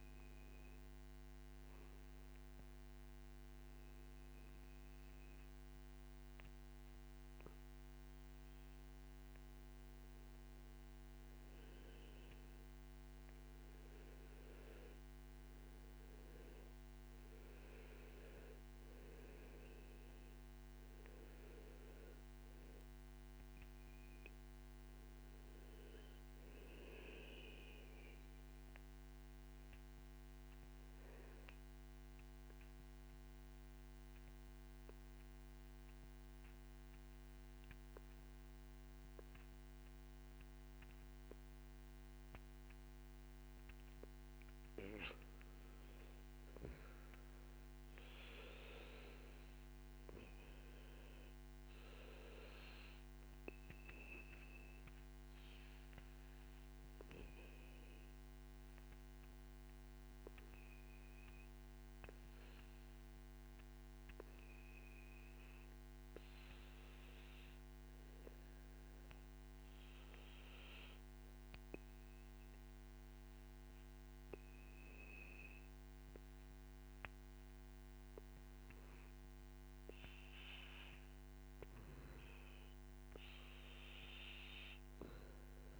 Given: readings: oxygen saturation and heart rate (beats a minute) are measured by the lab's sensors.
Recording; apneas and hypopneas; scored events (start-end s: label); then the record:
breathing in sleep by a microphone on the trachea; none
0.00-10.00 s: oxygen desaturation (device-marked, oxygen 91% lowest, heart rate 58 extreme)
16.00-23.00 s: oxygen desaturation (device-marked, oxygen 99% before, 96% lowest, heart rate 60 before, 61 extreme)
49.00-74.00 s: oxygen desaturation (device-marked, oxygen 98% before, 92% lowest, heart rate 62 before, 60 extreme)
From the record:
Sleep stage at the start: REM sleep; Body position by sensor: on the back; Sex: male